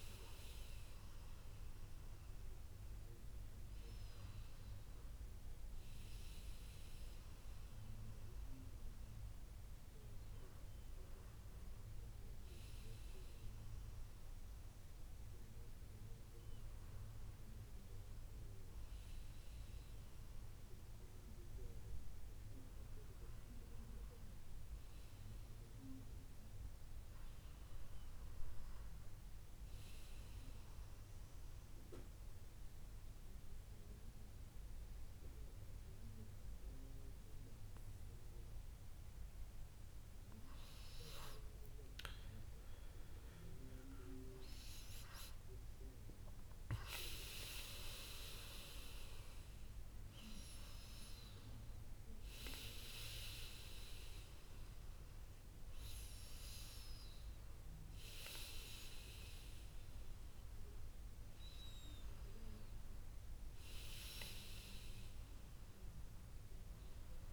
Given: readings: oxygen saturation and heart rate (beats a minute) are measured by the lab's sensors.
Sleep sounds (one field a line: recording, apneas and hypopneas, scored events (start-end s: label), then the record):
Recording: breathing in sleep by a room microphone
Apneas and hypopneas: 1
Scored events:
0.00-4.00 s: oxygen desaturation (device-marked, oxygen 93% lowest, heart rate 74 extreme)
24.50-28.00 s: arousal
30.50-40.50 s: central apnea (oxygen 98% before, 93% lowest, heart rate 76 before, 75 extreme, up 7 after)
43.50-47.50 s: arousal
46.00-58.00 s: oxygen desaturation (device-marked, oxygen 96% before, 93% lowest, heart rate 77 before, 74 extreme)
From the record:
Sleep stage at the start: N2 (light sleep)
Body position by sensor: on the back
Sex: male